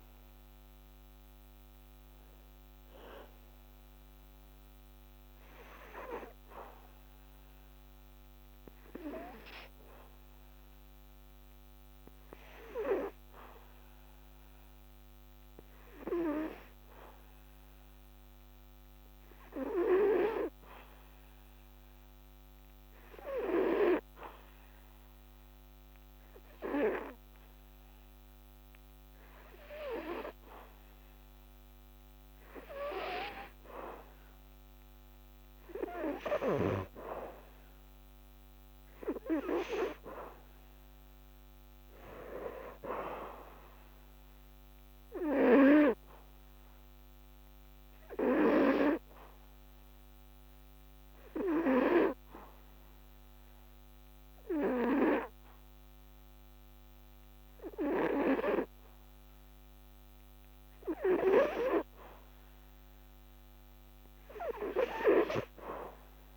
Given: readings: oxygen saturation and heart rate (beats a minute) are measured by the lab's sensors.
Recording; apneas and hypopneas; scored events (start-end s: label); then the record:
breathing in sleep by a microphone on the trachea; 2
0.00-19.00 s: oxygen desaturation (device-marked, oxygen 76% lowest, heart rate 61 extreme)
6.00-31.00 s: hypopnea (oxygen 94% before, 76% lowest, heart rate 84 before, 70 extreme, up 6 after)
33.00-36.50 s: arousal
35.00-57.00 s: oxygen desaturation (device-marked, oxygen 97% before, 89% lowest, heart rate 73 before, 73 extreme)
49.00-61.50 s: obstructive apnea (oxygen 99% before, 88% lowest, heart rate 76 before, 73 extreme, up 3 after)
63.00-66.00 s: arousal
From the record:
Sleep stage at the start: N2 (light sleep); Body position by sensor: on the back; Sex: male